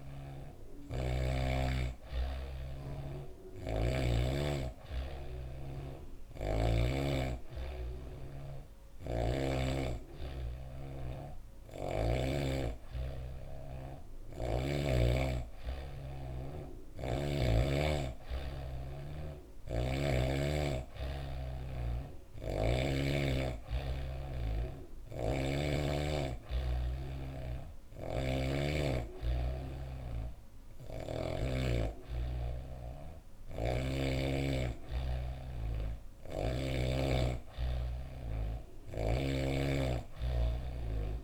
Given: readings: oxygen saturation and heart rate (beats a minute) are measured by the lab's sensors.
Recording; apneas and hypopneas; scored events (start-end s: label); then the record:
breathing in sleep by a room microphone; none
0.00-3.50 s: snoring (device-marked)
8.00-11.50 s: snoring (device-marked)
16.00-19.50 s: snoring (device-marked)
21.50-28.00 s: snoring (device-marked)
32.50-36.00 s: snoring (device-marked)
From the record:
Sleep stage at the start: N2 (light sleep); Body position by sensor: on the back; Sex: female